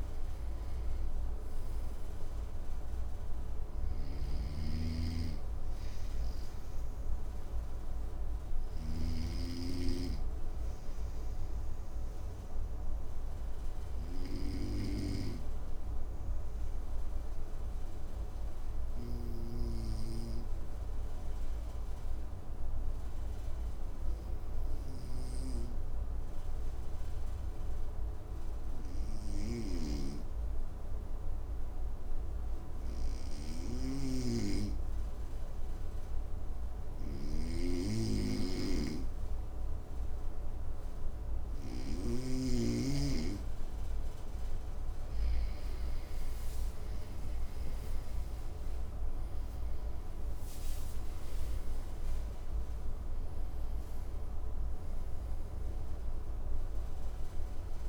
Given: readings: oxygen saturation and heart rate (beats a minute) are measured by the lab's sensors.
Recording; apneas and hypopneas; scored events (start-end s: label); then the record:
breathing in sleep by a room microphone; 1
0.00-7.50 s: oxygen desaturation (device-marked, oxygen 93% lowest, heart rate 55 extreme)
3.00-8.50 s: snoring (device-marked)
10.00-42.50 s: obstructive apnea (oxygen 97% before, 92% lowest, heart rate 63 before, 55 extreme, up 13 after)
35.50-57.89 s: oxygen desaturation (device-marked, oxygen 99% before, 92% lowest, heart rate 56 before, 55 extreme)
36.50-45.50 s: snoring (device-marked)
44.50-49.00 s: arousal
From the record:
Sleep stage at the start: N2 (light sleep); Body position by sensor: on the right side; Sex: male